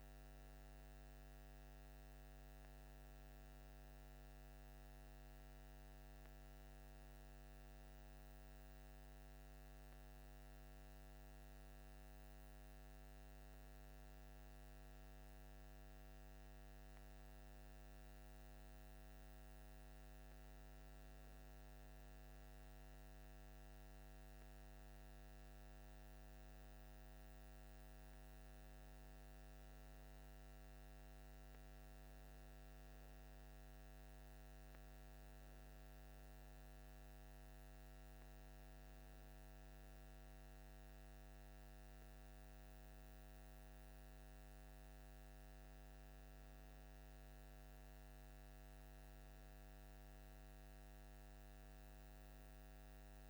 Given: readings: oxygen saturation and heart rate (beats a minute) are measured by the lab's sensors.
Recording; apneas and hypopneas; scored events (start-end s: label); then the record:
breathing in sleep, hard to hear, by a microphone on the trachea; none
none scored
From the record:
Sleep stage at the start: N2 (light sleep); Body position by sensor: on the left side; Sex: male